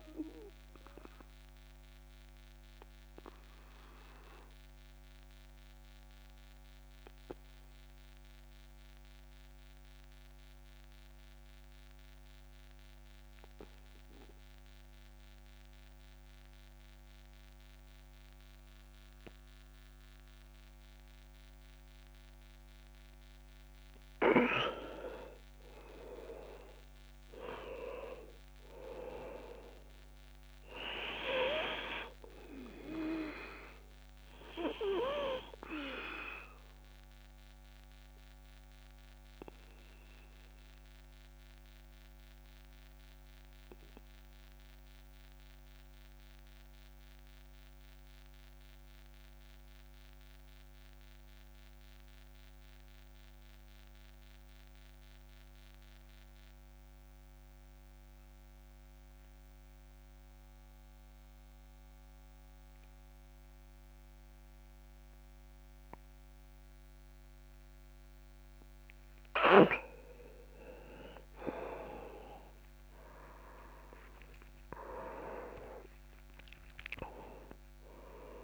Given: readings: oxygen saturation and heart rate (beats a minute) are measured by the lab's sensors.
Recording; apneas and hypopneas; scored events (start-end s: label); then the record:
breathing in sleep by a microphone on the trachea; 2
0.50-23.50 s: obstructive apnea (oxygen 99% before, 88% lowest, heart rate 56 before, 29 extreme, up 23 after)
26.00-29.00 s: arousal
28.00-53.00 s: oxygen desaturation (device-marked, oxygen 98% before, 91% lowest, heart rate 52 before, 29 extreme)
36.50-69.00 s: obstructive apnea (oxygen 98% before, 86% lowest, heart rate 55 before, 32 extreme, up 34 after)
66.00-78.44 s: oxygen desaturation (device-marked, oxygen 99% before, 86% lowest, heart rate 52 before, 28 extreme)
72.00-76.00 s: arousal
From the record:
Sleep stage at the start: N2 (light sleep); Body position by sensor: on the back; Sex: male